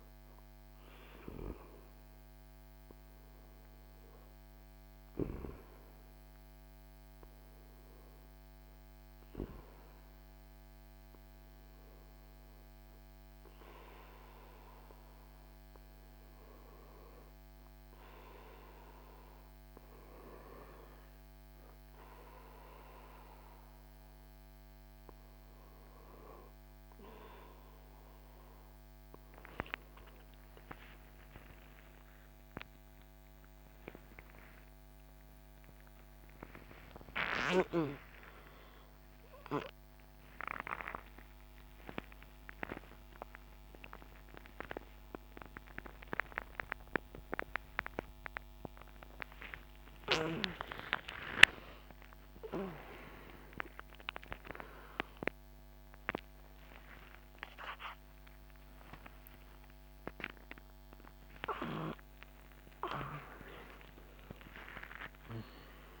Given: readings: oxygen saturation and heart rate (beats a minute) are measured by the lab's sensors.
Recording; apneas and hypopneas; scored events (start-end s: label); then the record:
a person partly awake in a sleep study, by a microphone on the trachea; none
35.50-65.50 s: new sleep stage, awake
65.50-66.00 s: new sleep stage, N1 (lightest sleep)
From the record:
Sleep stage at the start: N2 (light sleep); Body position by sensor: on the back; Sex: male